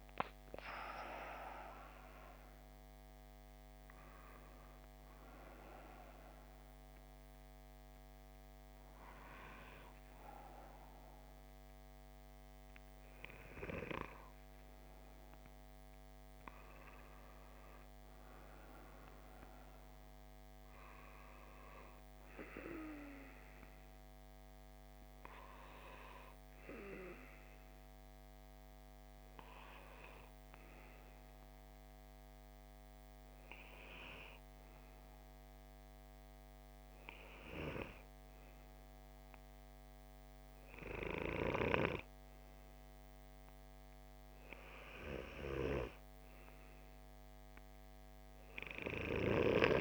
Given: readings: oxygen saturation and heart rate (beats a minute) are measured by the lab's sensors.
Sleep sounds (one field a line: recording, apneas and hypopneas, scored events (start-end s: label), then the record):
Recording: breathing in sleep by a microphone on the trachea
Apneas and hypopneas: none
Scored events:
17.00-49.81 s: new sleep stage, N2 (light sleep)
48.00-49.81 s: oxygen desaturation (device-marked, oxygen 96% before, 93% lowest, heart rate 56 before, 53 extreme)
From the record:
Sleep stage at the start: N1 (lightest sleep)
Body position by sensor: on the left side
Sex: male